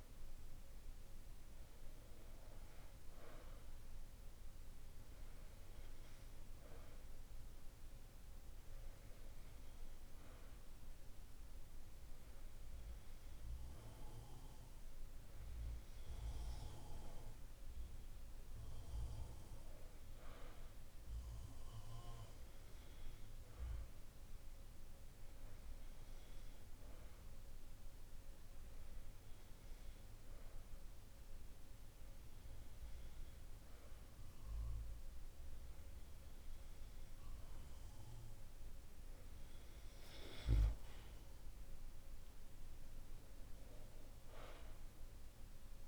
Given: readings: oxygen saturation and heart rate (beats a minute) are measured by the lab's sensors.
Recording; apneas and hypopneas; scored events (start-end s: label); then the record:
breathing in sleep by a room microphone; none
none scored
From the record:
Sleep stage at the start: N2 (light sleep); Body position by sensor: on the back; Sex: male